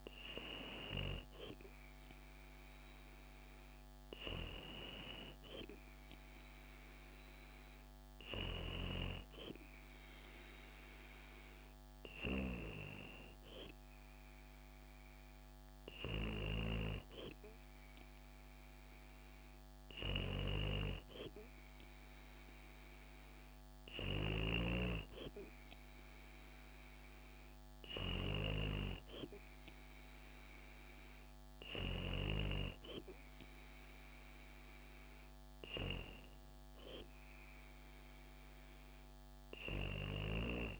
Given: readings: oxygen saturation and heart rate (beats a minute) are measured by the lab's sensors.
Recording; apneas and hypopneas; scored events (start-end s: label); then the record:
breathing in sleep by a microphone on the trachea; none
none scored
From the record:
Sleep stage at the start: N3 (deep sleep); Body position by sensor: on the back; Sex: female